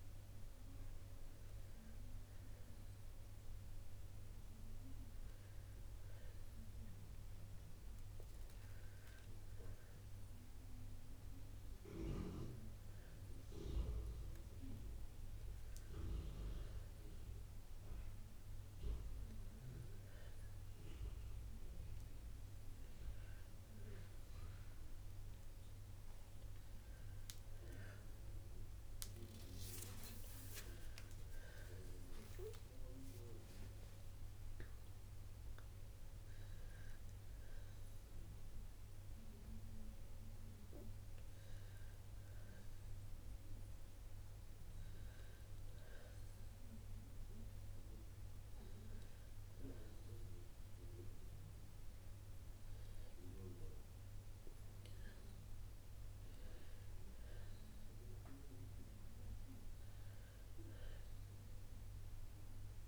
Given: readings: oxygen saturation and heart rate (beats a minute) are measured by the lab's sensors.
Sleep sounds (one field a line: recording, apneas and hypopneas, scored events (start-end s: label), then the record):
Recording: breathing in sleep by a room microphone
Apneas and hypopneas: none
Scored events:
28.00-62.88 s: new sleep stage, N1 (lightest sleep)
28.50-33.50 s: arousal
From the record:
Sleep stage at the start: N2 (light sleep)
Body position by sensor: on the back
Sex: female